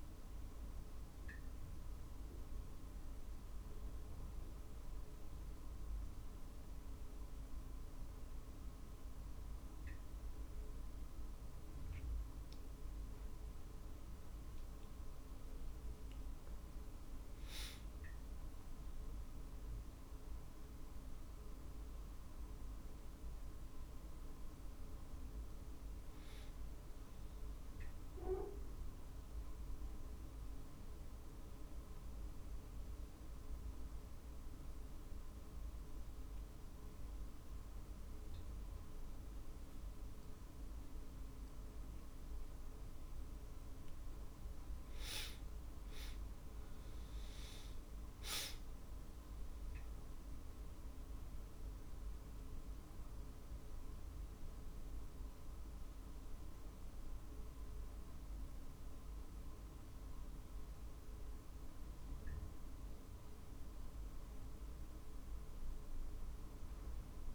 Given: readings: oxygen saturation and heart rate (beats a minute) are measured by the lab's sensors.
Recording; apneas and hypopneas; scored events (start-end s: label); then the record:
a person awake in a sleep study, hard to hear, by a room microphone; none
none scored
From the record:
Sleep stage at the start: awake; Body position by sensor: on the back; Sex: male